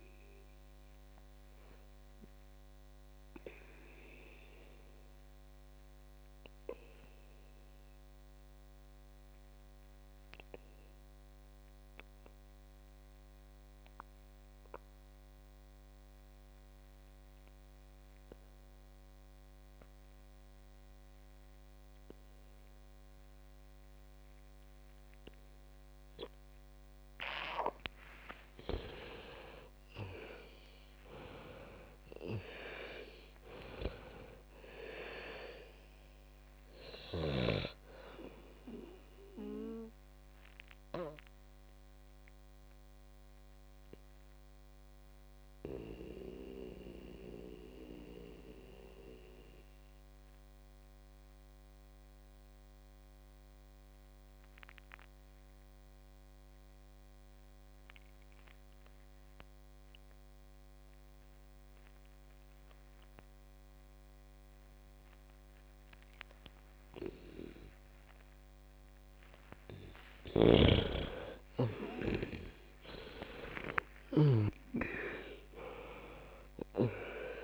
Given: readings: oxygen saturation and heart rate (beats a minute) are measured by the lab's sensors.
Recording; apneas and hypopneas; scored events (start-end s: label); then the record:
breathing in sleep by a microphone on the trachea; 2
0.00-13.00 s: oxygen desaturation (device-marked, oxygen 87% lowest, heart rate 49 extreme)
0.50-28.50 s: obstructive apnea (oxygen 98% before, 87% lowest, heart rate 68 before, 49 extreme, up 20 after)
29.00-54.00 s: oxygen desaturation (device-marked, oxygen 98% before, 89% lowest, heart rate 53 before, 49 extreme)
30.00-34.50 s: arousal
38.50-70.50 s: obstructive apnea (oxygen 99% before, 89% lowest, heart rate 60 before, 49 extreme)
71.00-77.44 s: oxygen desaturation (device-marked, oxygen 98% before, 89% lowest, heart rate 53 before, 48 extreme)
71.50-75.50 s: snoring (device-marked)
72.50-77.00 s: arousal
From the record:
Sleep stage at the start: N2 (light sleep); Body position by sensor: on the back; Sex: female